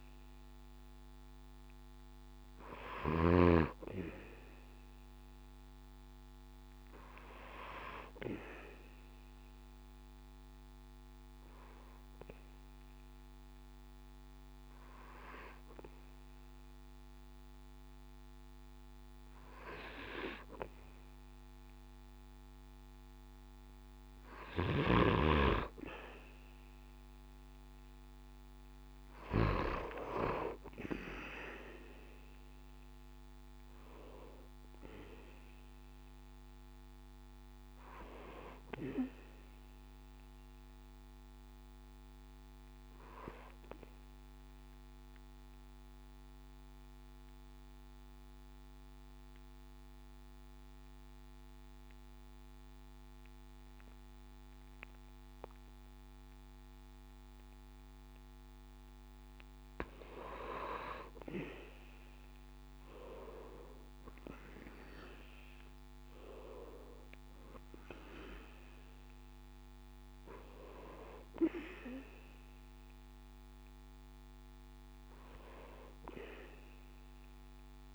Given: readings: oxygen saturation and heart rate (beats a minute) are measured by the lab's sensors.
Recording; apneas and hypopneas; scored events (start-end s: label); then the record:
breathing in sleep by a microphone on the trachea; 2
8.50-23.00 s: obstructive apnea (oxygen 95% before, 94% lowest, heart rate 70 before, 64 extreme, up 4 after)
26.50-30.00 s: arousal
43.50-57.50 s: obstructive apnea (oxygen 95% before, 94% lowest, heart rate 71 before, 62 extreme, up 8 after)
64.00-68.50 s: arousal
From the record:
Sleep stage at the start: N2 (light sleep); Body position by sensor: on the back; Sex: male